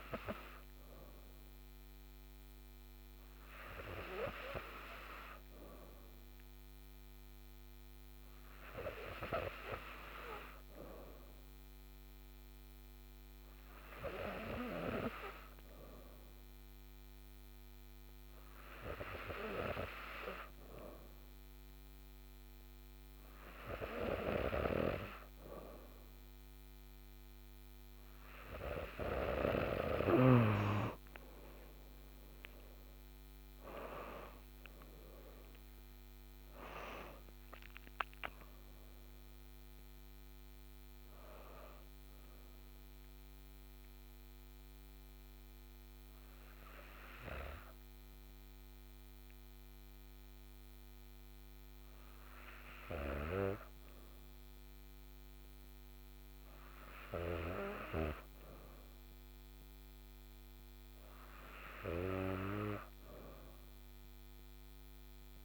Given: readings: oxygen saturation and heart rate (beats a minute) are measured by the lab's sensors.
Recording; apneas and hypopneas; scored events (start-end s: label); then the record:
breathing in sleep by a microphone on the trachea; none
none scored
From the record:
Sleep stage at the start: N3 (deep sleep); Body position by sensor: on the back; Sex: female